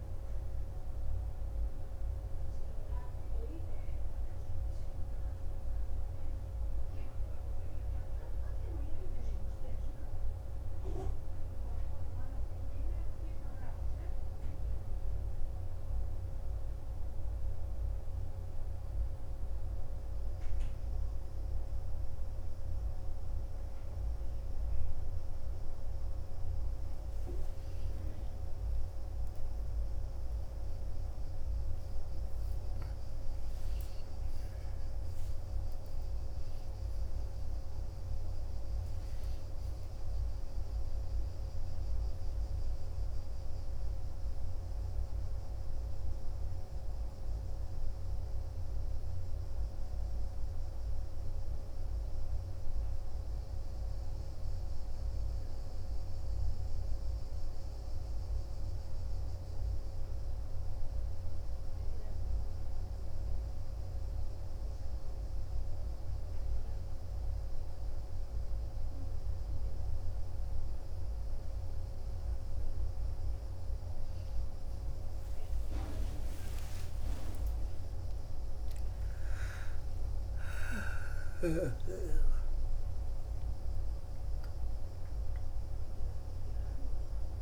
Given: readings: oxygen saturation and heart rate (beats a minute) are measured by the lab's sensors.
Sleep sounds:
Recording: breathing in sleep, hard to hear, by a room microphone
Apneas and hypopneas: 2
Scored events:
7.50-19.50 s: mixed apnea (oxygen 95% before, 92% lowest, heart rate 50 before, 46 extreme, up 7 after)
23.00-28.50 s: arousal
29.50-51.50 s: oxygen desaturation (device-marked, oxygen 97% before, 92% lowest, heart rate 48 before, 50 extreme)
49.50-59.50 s: obstructive apnea (oxygen 97% before, 92% lowest, heart rate 63 before, 52 extreme, up 13 after)
62.50-66.50 s: arousal
From the record:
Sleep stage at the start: N2 (light sleep)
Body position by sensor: on the back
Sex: male

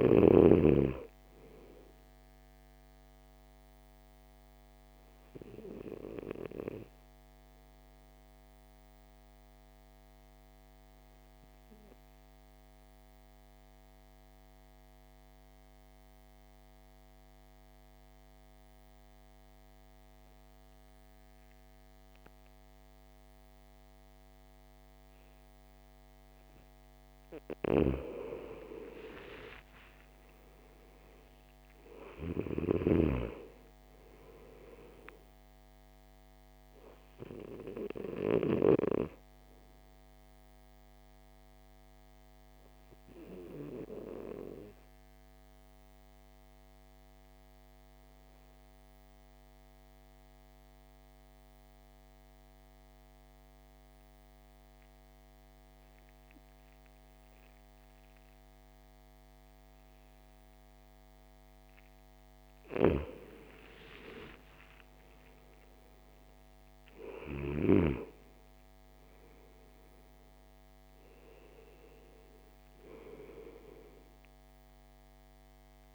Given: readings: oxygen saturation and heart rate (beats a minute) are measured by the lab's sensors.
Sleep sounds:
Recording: breathing in sleep by a microphone on the trachea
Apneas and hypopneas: 2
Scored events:
0.00-23.50 s: oxygen desaturation (device-marked, oxygen 85% lowest, heart rate 51 extreme)
4.00-27.00 s: obstructive apnea (oxygen 99% before, 85% lowest, heart rate 61 before, 50 extreme, up 12 after)
28.50-31.50 s: arousal
30.50-59.50 s: oxygen desaturation (device-marked, oxygen 99% before, 86% lowest, heart rate 55 before, 50 extreme)
38.00-62.00 s: obstructive apnea (oxygen 99% before, 86% lowest, heart rate 59 before, 50 extreme, up 15 after)
64.00-68.00 s: arousal
71.50-75.95 s: oxygen desaturation (device-marked, oxygen 98% before, 88% lowest, heart rate 58 before, 51 extreme)
From the record:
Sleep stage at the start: N2 (light sleep)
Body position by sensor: on the back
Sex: male

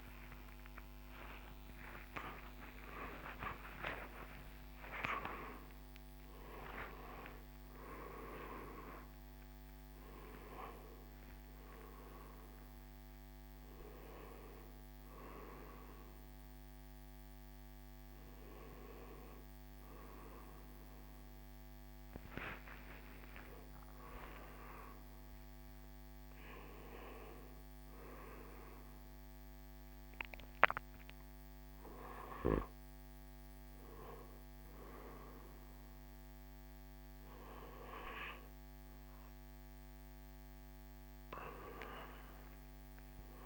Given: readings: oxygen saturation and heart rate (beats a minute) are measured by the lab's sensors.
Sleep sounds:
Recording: a person awake in a sleep study, by a microphone on the trachea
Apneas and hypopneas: none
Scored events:
5.50-15.50 s: drop in pulse transit time (device-marked, heart rate 148 before, 84 extreme)
28.50-43.46 s: oxygen desaturation (device-marked, oxygen 98% before, 93% lowest, heart rate 82 before, 63 extreme)
From the record:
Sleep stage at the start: awake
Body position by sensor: on the right side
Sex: male

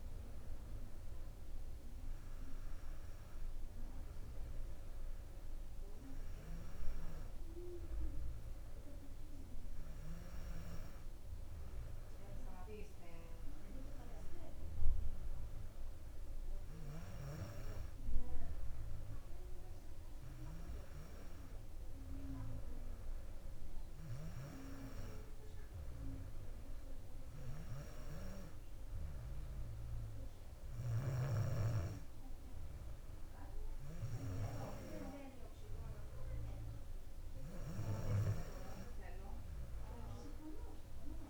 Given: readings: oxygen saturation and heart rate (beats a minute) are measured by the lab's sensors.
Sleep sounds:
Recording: breathing in sleep by a room microphone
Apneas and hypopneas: none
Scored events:
none scored
From the record:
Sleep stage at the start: N2 (light sleep)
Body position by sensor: on the back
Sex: female

